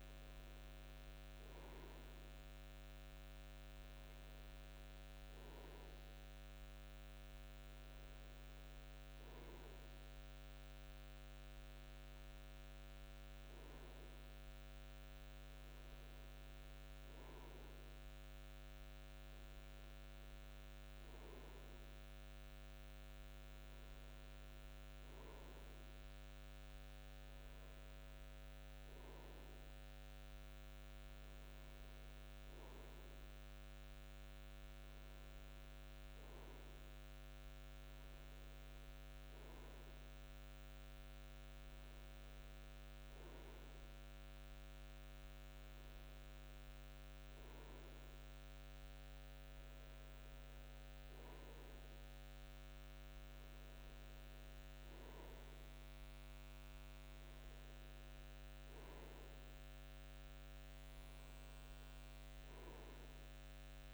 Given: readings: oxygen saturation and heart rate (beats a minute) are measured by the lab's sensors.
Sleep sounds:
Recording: breathing in sleep, hard to hear, by a microphone on the trachea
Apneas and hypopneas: none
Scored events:
none scored
From the record:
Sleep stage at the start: N2 (light sleep)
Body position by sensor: on the front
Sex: male

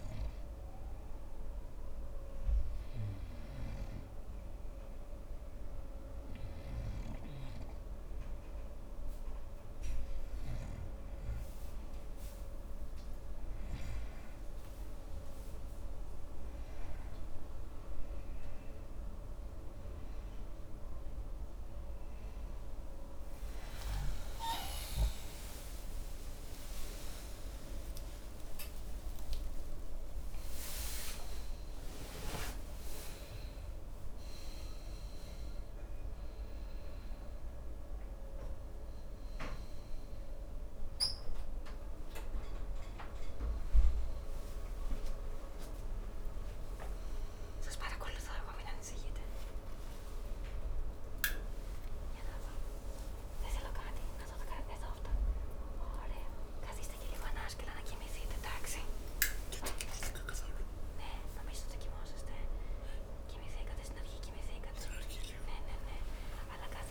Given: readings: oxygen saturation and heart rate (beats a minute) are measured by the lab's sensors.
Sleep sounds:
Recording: a person awake in a sleep study, by a room microphone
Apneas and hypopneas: none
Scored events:
16.00-66.90 s: new sleep stage, awake
From the record:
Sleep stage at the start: N3 (deep sleep)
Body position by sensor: on the right side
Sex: male

